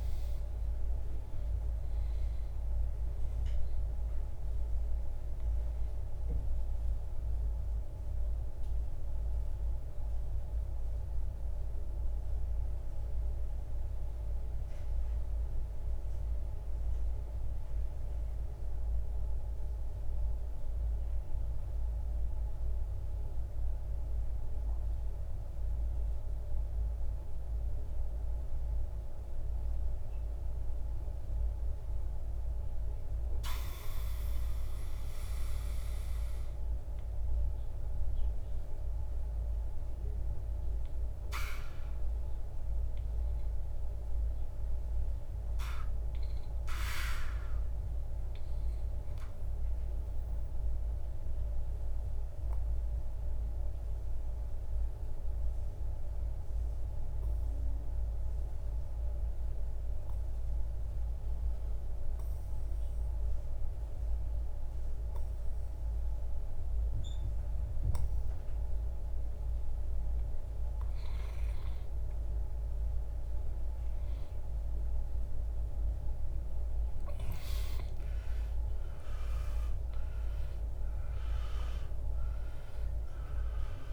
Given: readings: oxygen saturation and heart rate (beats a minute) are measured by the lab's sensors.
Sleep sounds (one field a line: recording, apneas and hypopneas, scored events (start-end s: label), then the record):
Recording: breathing in sleep, hard to hear, by a room microphone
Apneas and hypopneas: 2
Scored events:
0.00-8.50 s: oxygen desaturation (device-marked, oxygen 89% lowest, heart rate 64 extreme)
7.50-35.50 s: mixed apnea (oxygen 96% before, 83% lowest, heart rate 78 before, 54 extreme, up 2 after)
8.50-83.93 s: new sleep stage, REM sleep
14.50-28.50 s: oxygen desaturation (device-marked, oxygen 90% before, 83% lowest, heart rate 85 before, 64 extreme)
39.00-43.00 s: arousal
50.00-69.50 s: obstructive apnea (oxygen 98% before, 80% lowest, heart rate 72 before, 54 extreme, up 12 after)
61.50-83.93 s: oxygen desaturation (device-marked, oxygen 97% before, 80% lowest, heart rate 64 before, 55 extreme)
71.50-76.50 s: arousal
From the record:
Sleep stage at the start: N2 (light sleep)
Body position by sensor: on the back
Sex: male